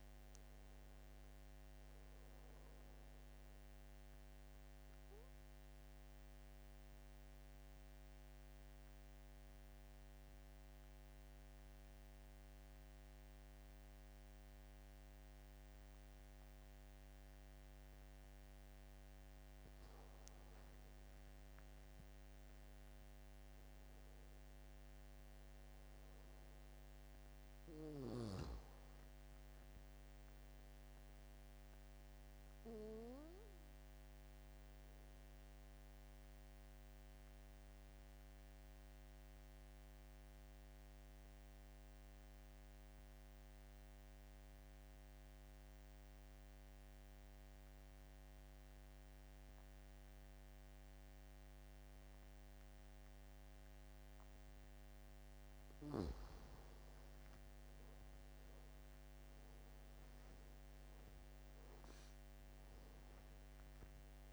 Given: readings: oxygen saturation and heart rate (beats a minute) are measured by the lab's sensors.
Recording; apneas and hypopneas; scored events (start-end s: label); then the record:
breathing in sleep, hard to hear, by a microphone on the trachea; 2
4.50-19.00 s: obstructive apnea (oxygen 97% before, 83% lowest, heart rate 76 before, 71 extreme, up 8 after)
13.50-22.50 s: oxygen desaturation (device-marked, oxygen 94% before, 90% lowest, heart rate 76 before, 71 extreme)
21.00-24.00 s: arousal
24.50-49.50 s: oxygen desaturation (device-marked, oxygen 96% before, 87% lowest, heart rate 74 before, 70 extreme)
33.50-55.50 s: obstructive apnea (oxygen 96% before, 82% lowest, heart rate 79 before, 68 extreme, up 28 after)
51.50-64.32 s: oxygen desaturation (device-marked, oxygen 97% before, 82% lowest, heart rate 75 before, 68 extreme)
57.00-60.00 s: arousal
From the record:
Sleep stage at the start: N2 (light sleep); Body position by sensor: on the back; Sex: male